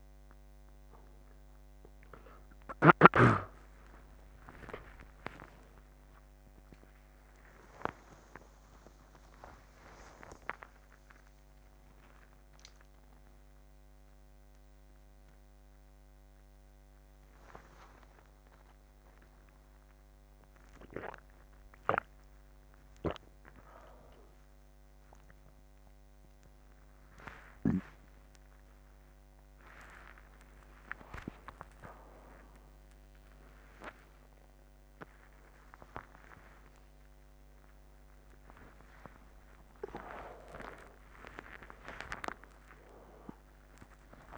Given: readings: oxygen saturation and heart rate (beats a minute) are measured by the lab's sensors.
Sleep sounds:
a person awake in a sleep study, by a microphone on the trachea; none
0.00-23.00 s: oxygen desaturation (device-marked, oxygen 83% lowest, heart rate 83 extreme)
From the record:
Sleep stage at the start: awake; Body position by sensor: on the back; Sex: male

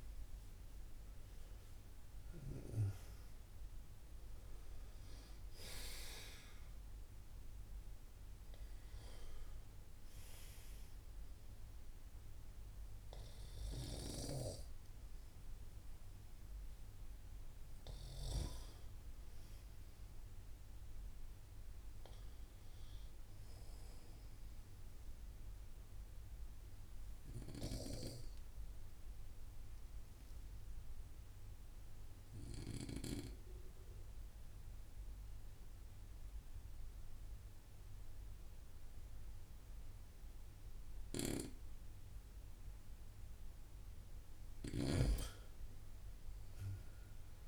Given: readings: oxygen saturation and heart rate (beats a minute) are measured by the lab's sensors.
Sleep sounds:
breathing in sleep by a room microphone; 1
26.50-42.50 s: obstructive apnea (oxygen 95% before, 91% lowest)
45.00-47.47 s: arousal
From the record:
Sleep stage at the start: N2 (light sleep); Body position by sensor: on the right side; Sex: male

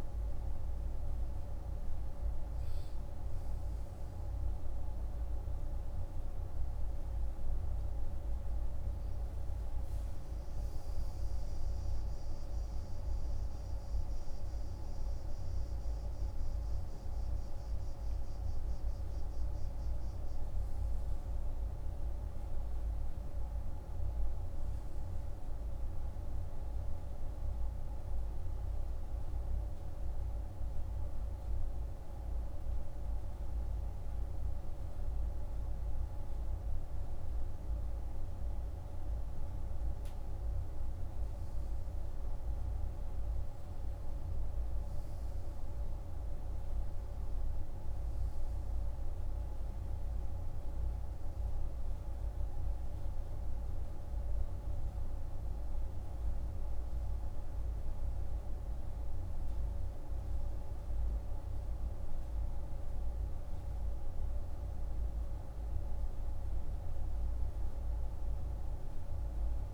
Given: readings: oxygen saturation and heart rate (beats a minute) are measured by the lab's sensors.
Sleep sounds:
breathing in sleep, hard to hear, by a room microphone; 1
6.00-10.50 s: arousal
28.50-39.50 s: hypopnea (oxygen 98% before, 95% lowest, heart rate 58 before, 49 extreme, up 4 after)
41.00-45.50 s: arousal
44.50-61.50 s: oxygen desaturation (device-marked, oxygen 98% before, 95% lowest, heart rate 51 before, 49 extreme)
From the record:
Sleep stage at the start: N2 (light sleep); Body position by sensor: on the right side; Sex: male

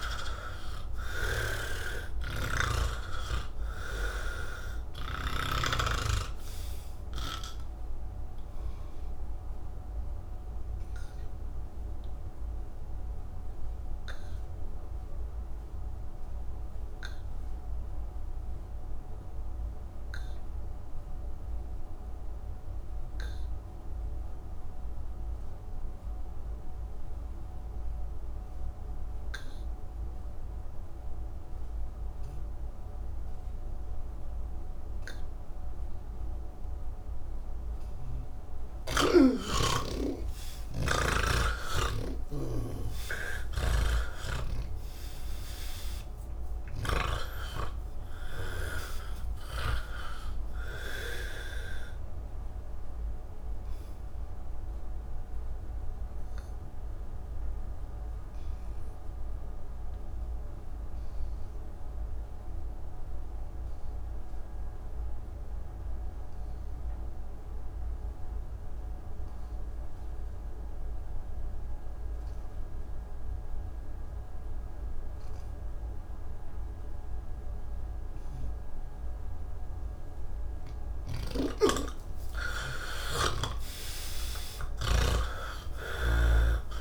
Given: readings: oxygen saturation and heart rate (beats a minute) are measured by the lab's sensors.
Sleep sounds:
breathing in sleep by a room microphone; 2
0.00-6.00 s: snoring (device-marked)
6.00-23.00 s: oxygen desaturation (device-marked, oxygen 97% before, 80% lowest)
10.50-36.50 s: obstructive apnea (oxygen 98% before, 80% lowest)
25.00-66.00 s: oxygen desaturation (device-marked, oxygen 99% before, 80% lowest)
44.00-47.50 s: snoring (device-marked)
51.50-80.50 s: hypopnea (oxygen 99% before, 79% lowest, heart rate 122 before, 75 extreme, up 60 after)
75.00-86.81 s: oxygen desaturation (device-marked, oxygen 98% before, 81% lowest, heart rate 165 before, 58 extreme)
From the record:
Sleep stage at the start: N1 (lightest sleep); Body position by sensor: on the back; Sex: male

